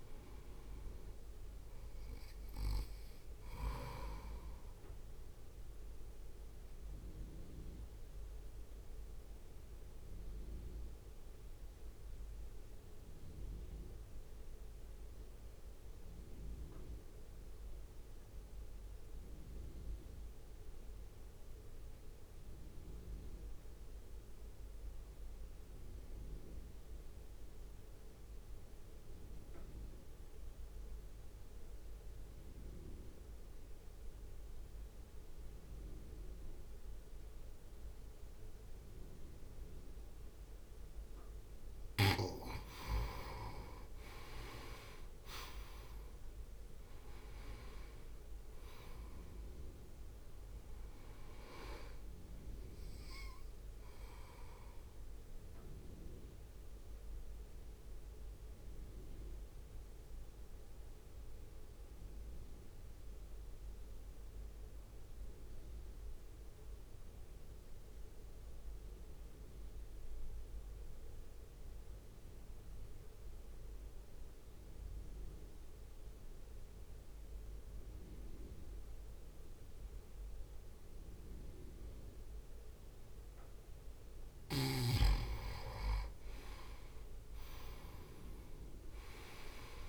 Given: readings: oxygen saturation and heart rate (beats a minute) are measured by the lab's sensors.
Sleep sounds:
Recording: breathing in sleep by a room microphone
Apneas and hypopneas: 2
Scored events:
0.00-9.50 s: drop in pulse transit time (device-marked, heart rate 52 extreme)
0.00-26.50 s: oxygen desaturation (device-marked, oxygen 86% lowest, heart rate 52 extreme)
6.50-41.00 s: mixed apnea (oxygen 98% before, 86% lowest, heart rate 58 before, 52 extreme, up 5 after)
37.50-76.50 s: oxygen desaturation (device-marked, oxygen 98% before, 87% lowest, heart rate 61 before, 51 extreme)
44.50-59.50 s: drop in pulse transit time (device-marked, heart rate 60 before, 53 extreme)
46.00-50.50 s: arousal
56.00-85.50 s: mixed apnea (oxygen 98% before, 87% lowest, heart rate 57 before, 51 extreme, up 1 after)
86.50-89.89 s: oxygen desaturation (device-marked, oxygen 98% before, 89% lowest, heart rate 62 before, 51 extreme)
88.00-89.89 s: arousal
From the record:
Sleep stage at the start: N2 (light sleep)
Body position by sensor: on the right side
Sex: male

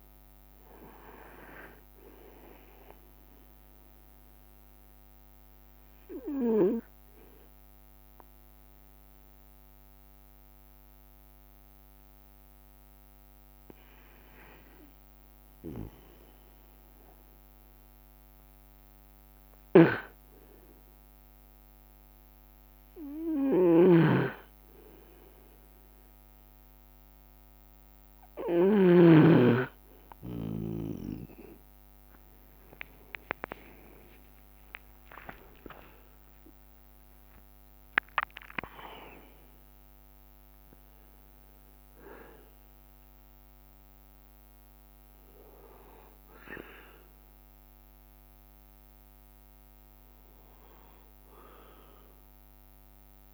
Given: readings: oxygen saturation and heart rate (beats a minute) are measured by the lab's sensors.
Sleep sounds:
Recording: breathing in sleep by a microphone on the trachea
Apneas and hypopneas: 1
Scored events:
0.00-11.50 s: oxygen desaturation (device-marked, oxygen 90% lowest, heart rate 66 extreme)
4.50-20.50 s: obstructive apnea (oxygen 95% before, 90% lowest, heart rate 71 before, 66 extreme, up 44 after)
7.50-9.50 s: long interval between heartbeats (device-marked, heart rate 71 before, 73 extreme)
16.50-22.50 s: tachycardia (device-marked, heart rate 68 before, 111 extreme)
20.00-22.00 s: long interval between heartbeats (device-marked, heart rate 70 before, 110 extreme)
20.00-22.50 s: leg movement (device-marked)
20.00-29.50 s: snoring (device-marked)
31.50-47.50 s: oxygen desaturation (device-marked, oxygen 97% before, 93% lowest, heart rate 83 before, 61 extreme)
32.00-40.00 s: leg movement (device-marked)
32.50-38.50 s: tachycardia (device-marked, heart rate 69 before, 139 extreme)
33.00-35.00 s: long interval between heartbeats (device-marked, heart rate 82 before, 74 extreme)
33.00-38.50 s: arousal
34.50-48.50 s: drop in pulse transit time (device-marked, heart rate 83 before, 67 extreme)
35.50-37.50 s: long interval between heartbeats (device-marked, heart rate 84 before, 130 extreme)
From the record:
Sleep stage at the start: N2 (light sleep)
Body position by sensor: on the right side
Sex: male

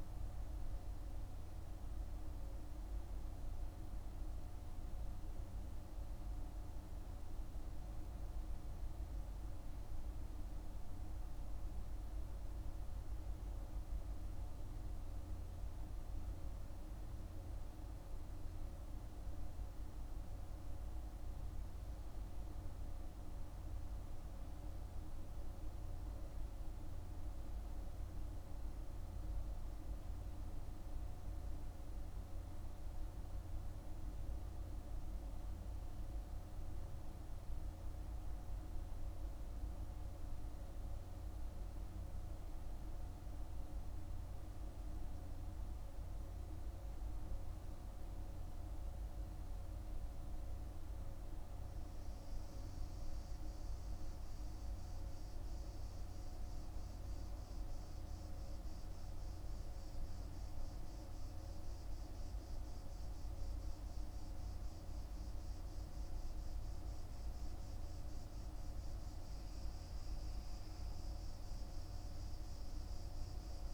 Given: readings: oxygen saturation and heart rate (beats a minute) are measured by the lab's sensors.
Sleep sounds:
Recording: breathing in sleep, hard to hear, by a room microphone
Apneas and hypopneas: none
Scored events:
none scored
From the record:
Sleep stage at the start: N2 (light sleep)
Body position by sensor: on the back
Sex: male

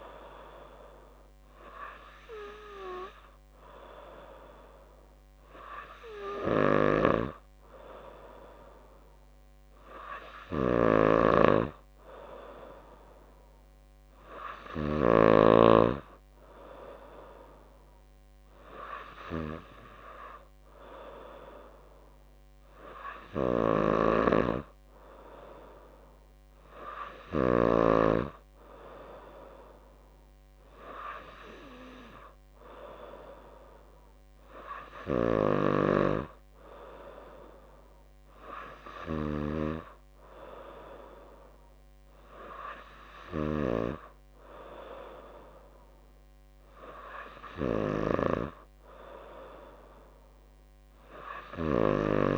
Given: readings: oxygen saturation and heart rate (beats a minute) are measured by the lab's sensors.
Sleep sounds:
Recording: breathing in sleep by a microphone on the trachea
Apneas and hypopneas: none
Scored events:
6.50-15.50 s: snoring (device-marked)
23.50-28.00 s: snoring (device-marked)
48.00-52.38 s: snoring (device-marked)
From the record:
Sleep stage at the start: N2 (light sleep)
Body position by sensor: on the back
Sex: female

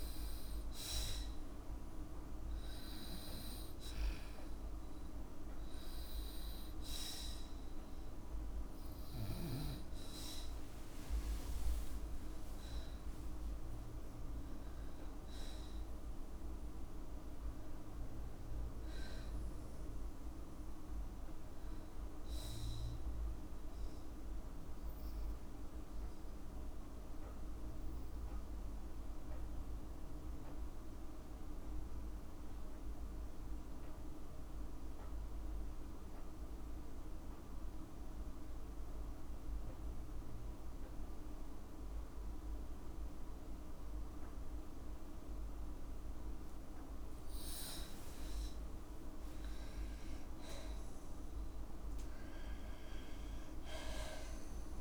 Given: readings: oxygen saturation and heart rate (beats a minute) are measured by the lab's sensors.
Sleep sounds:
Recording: breathing in sleep, hard to hear, by a room microphone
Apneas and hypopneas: 1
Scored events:
0.00-2.00 s: long interval between heartbeats (device-marked, heart rate 57 before, 69 extreme)
0.00-2.50 s: oxygen desaturation (device-marked, oxygen 94% lowest, heart rate 56 extreme)
3.00-5.00 s: long interval between heartbeats (device-marked, heart rate 59 before, 77 extreme)
6.00-8.00 s: long interval between heartbeats (device-marked, heart rate 62 before, 79 extreme)
10.00-12.00 s: long interval between heartbeats (device-marked, heart rate 66 before, 76 extreme)
12.00-14.00 s: long interval between heartbeats (device-marked, heart rate 69 before, 86 extreme)
25.00-28.00 s: arousal
31.00-47.00 s: obstructive apnea (oxygen 96% before, 94% lowest, heart rate 72 before, 54 extreme, up 17 after)
From the record:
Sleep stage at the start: N2 (light sleep)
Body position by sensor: on the back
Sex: female

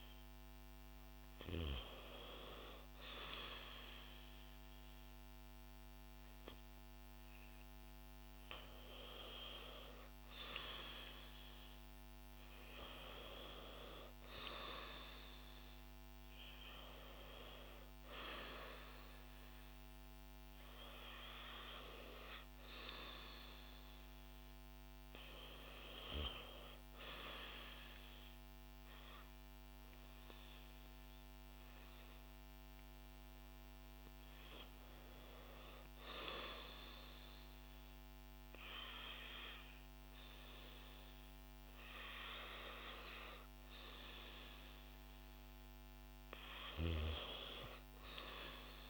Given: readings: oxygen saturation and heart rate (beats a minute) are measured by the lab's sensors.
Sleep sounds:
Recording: breathing in sleep by a microphone on the trachea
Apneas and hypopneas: none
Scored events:
0.00-13.50 s: oxygen desaturation (device-marked, oxygen 94% lowest, heart rate 60 extreme)
From the record:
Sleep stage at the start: REM sleep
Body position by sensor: on the back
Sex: female

